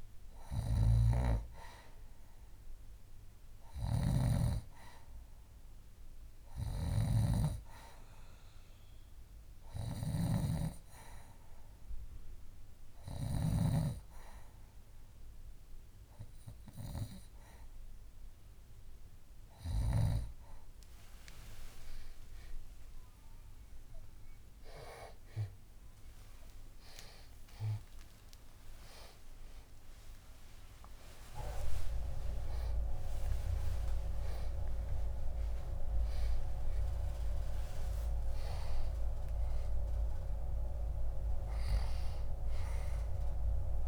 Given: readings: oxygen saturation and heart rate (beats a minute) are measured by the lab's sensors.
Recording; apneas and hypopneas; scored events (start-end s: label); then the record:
breathing in sleep by a room microphone; none
21.00-23.00 s: long interval between heartbeats (device-marked, heart rate 72 before, 90 extreme)
21.50-26.50 s: arousal
23.50-25.50 s: long interval between heartbeats (device-marked, heart rate 73 before, 99 extreme)
27.50-29.50 s: long interval between heartbeats (device-marked, heart rate 79 before, 92 extreme)
31.50-33.50 s: long interval between heartbeats (device-marked, heart rate 82 before, 92 extreme)
37.00-39.00 s: long interval between heartbeats (device-marked, heart rate 88 before, 86 extreme)
From the record:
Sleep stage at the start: N2 (light sleep); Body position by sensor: on the left side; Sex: female